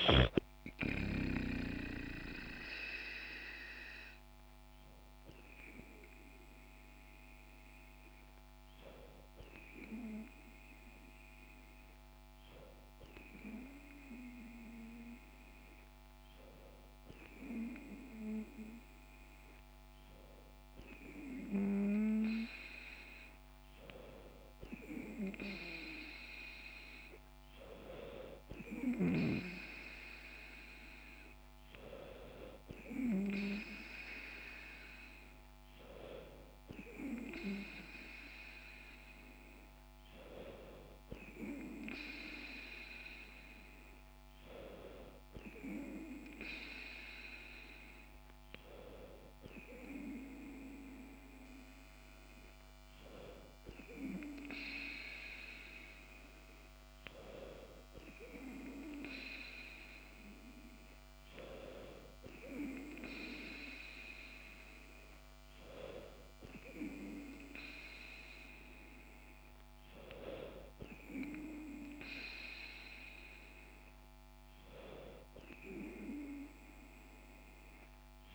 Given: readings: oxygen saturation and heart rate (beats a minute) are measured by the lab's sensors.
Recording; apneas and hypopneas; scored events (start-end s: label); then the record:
breathing in sleep by a microphone on the trachea; none
36.00-38.00 s: bradycardia (device-marked, heart rate 68 before, 67 extreme)
From the record:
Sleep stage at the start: N2 (light sleep); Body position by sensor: on the back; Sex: female